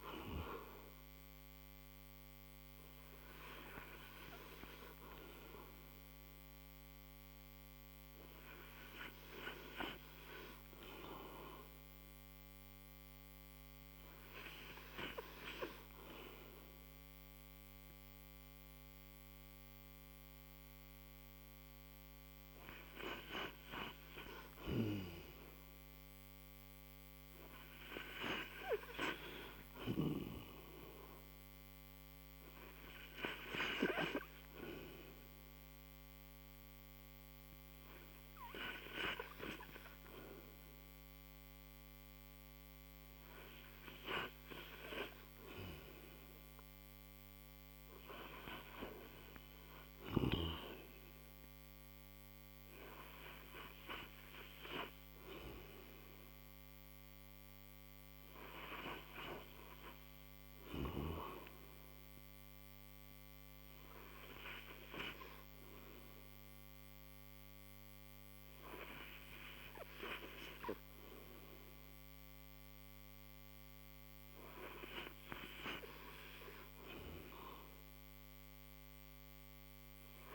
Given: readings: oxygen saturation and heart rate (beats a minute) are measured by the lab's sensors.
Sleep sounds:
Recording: breathing in sleep by a microphone on the trachea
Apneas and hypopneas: 1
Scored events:
12.50-24.50 s: hypopnea (oxygen 94% before, 90% lowest, heart rate 64 before, 48 extreme, up 18 after)
19.00-29.00 s: oxygen desaturation (device-marked, oxygen 95% before, 91% lowest, heart rate 63 before, 48 extreme)
27.00-31.50 s: arousal
62.00-76.00 s: oxygen desaturation (device-marked, oxygen 94% before, 90% lowest, heart rate 69 before, 54 extreme)
68.00-71.00 s: tachycardia (device-marked, heart rate 65 before, 93 extreme)
From the record:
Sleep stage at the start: N2 (light sleep)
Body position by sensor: on the right side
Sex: male

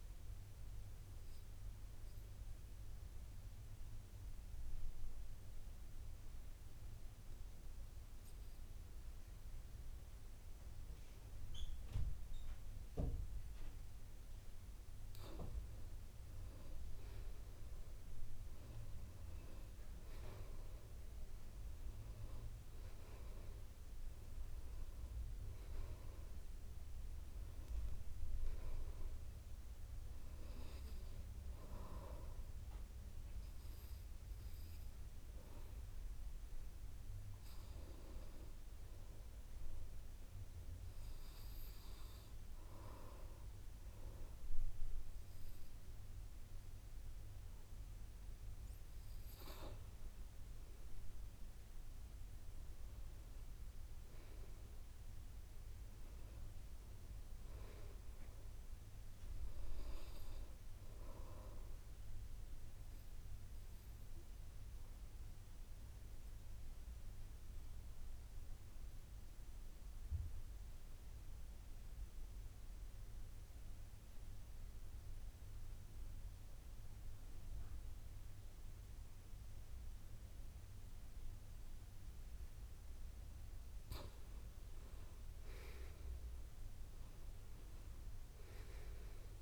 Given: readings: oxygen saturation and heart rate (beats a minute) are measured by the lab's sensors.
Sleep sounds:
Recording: breathing in sleep by a room microphone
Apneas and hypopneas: 2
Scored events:
0.00-1.50 s: oxygen desaturation (device-marked, oxygen 93% lowest, heart rate 54 extreme)
0.50-15.00 s: obstructive apnea (oxygen 96% before, 88% lowest, heart rate 58 before, 55 extreme, up 7 after)
16.50-20.00 s: arousal
19.50-43.50 s: oxygen desaturation (device-marked, oxygen 96% before, 88% lowest, heart rate 59 before, 49 extreme)
53.00-55.00 s: long interval between heartbeats (device-marked, heart rate 56 before, 57 extreme)
55.50-60.00 s: arousal
63.00-82.50 s: obstructive apnea (oxygen 97% before, 88% lowest, heart rate 55 before, 54 extreme, up 10 after)
84.50-88.50 s: arousal
From the record:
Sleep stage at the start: N2 (light sleep)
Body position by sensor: on the back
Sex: male

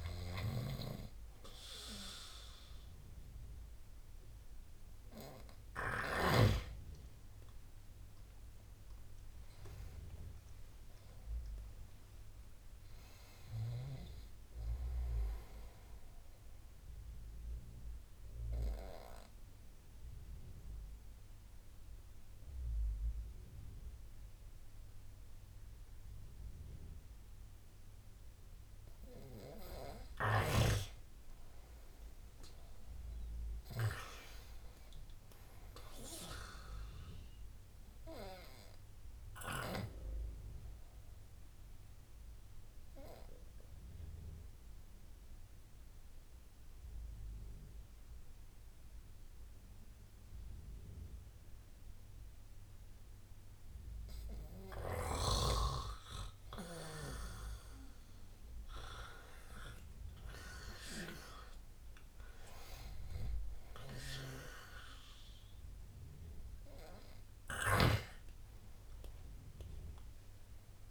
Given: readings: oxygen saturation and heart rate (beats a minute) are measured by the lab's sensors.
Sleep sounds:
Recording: breathing in sleep by a room microphone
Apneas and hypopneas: 2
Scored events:
0.00-21.50 s: oxygen desaturation (device-marked, oxygen 85% lowest, heart rate 73 extreme)
11.00-15.00 s: arousal
17.50-30.00 s: obstructive apnea (oxygen 96% before, 90% lowest, heart rate 86 before, 73 extreme, up 11 after)
32.00-35.00 s: arousal
40.50-57.50 s: oxygen desaturation (device-marked, oxygen 98% before, 93% lowest, heart rate 77 before, 68 extreme)
41.50-56.50 s: obstructive apnea (oxygen 99% before, 89% lowest, heart rate 77 before, 68 extreme, up 13 after)
58.50-62.00 s: arousal
59.50-70.91 s: oxygen desaturation (device-marked, oxygen 97% before, 90% lowest, heart rate 76 before, 68 extreme)
From the record:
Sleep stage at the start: N2 (light sleep)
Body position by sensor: on the right side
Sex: male

